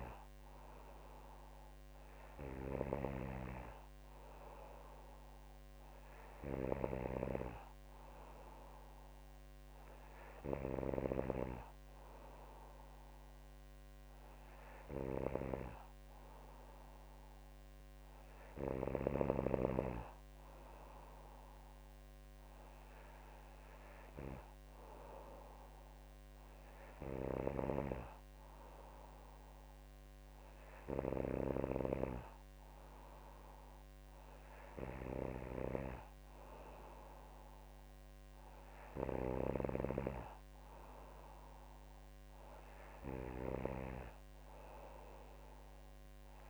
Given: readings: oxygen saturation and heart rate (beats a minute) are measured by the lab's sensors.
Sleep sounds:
breathing in sleep by a microphone on the trachea; none
18.00-46.50 s: new sleep stage, N2 (light sleep)
From the record:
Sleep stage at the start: N3 (deep sleep); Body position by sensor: on the back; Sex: female

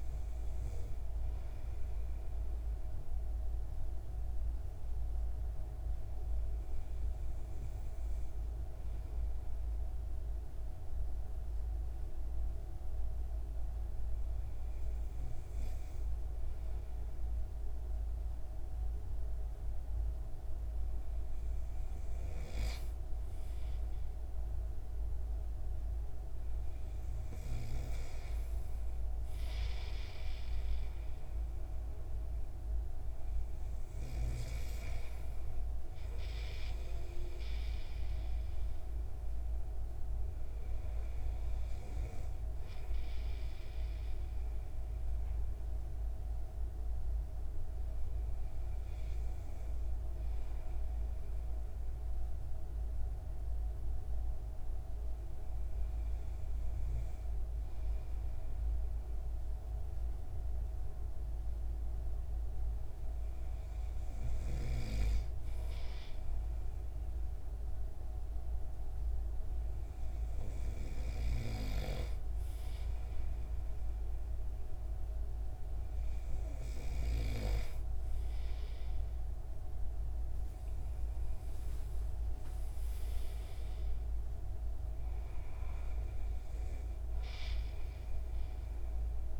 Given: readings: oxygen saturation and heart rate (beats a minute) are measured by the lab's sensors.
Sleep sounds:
breathing in sleep by a room microphone; 2
0.00-5.00 s: oxygen desaturation (device-marked, oxygen 93% lowest)
1.00-19.50 s: hypopnea (oxygen 97% before, 93% lowest)
21.00-25.00 s: arousal
46.00-65.50 s: hypopnea (oxygen 96% before, 94% lowest)
67.00-70.50 s: arousal
71.00-77.50 s: snoring (device-marked)
From the record:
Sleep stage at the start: N2 (light sleep); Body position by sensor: on the right side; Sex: male

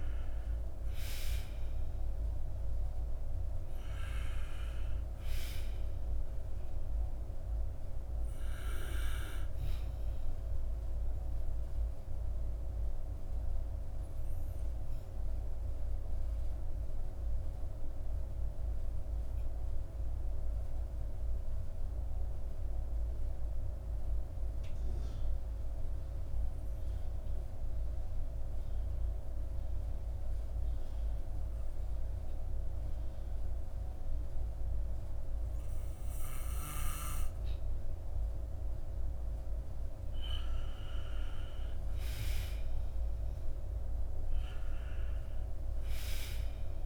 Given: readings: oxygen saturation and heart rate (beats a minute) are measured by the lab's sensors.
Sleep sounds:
breathing in sleep by a room microphone; 1
0.00-2.00 s: arousal
9.00-40.00 s: obstructive apnea (oxygen 97% before, 91% lowest, heart rate 58 before, 40 extreme, up 11 after)
16.50-33.50 s: oxygen desaturation (device-marked, oxygen 94% before, 91% lowest, heart rate 56 before, 40 extreme)
42.00-46.86 s: arousal
From the record:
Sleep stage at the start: N2 (light sleep); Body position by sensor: on the back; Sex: male

